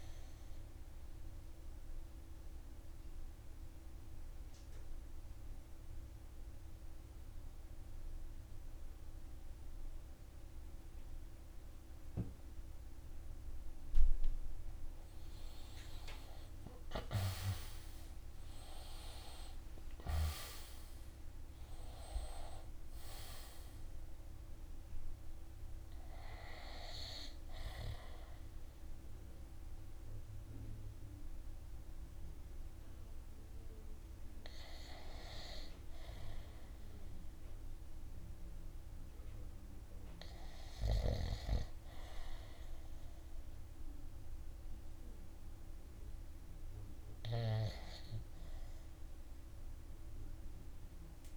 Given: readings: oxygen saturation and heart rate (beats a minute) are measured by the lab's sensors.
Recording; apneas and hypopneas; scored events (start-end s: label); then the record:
breathing in sleep by a room microphone; 1
0.00-7.50 s: oxygen desaturation (device-marked, oxygen 87% lowest, heart rate 52 extreme)
1.00-14.00 s: obstructive apnea (oxygen 94% before, 82% lowest, heart rate 55 before, 52 extreme, up 19 after)
15.50-21.00 s: arousal
37.50-50.50 s: oxygen desaturation (device-marked, oxygen 90% before, 82% lowest, heart rate 64 before, 51 extreme)
48.50-51.37 s: arousal
From the record:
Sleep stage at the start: REM sleep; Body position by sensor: on the right side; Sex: male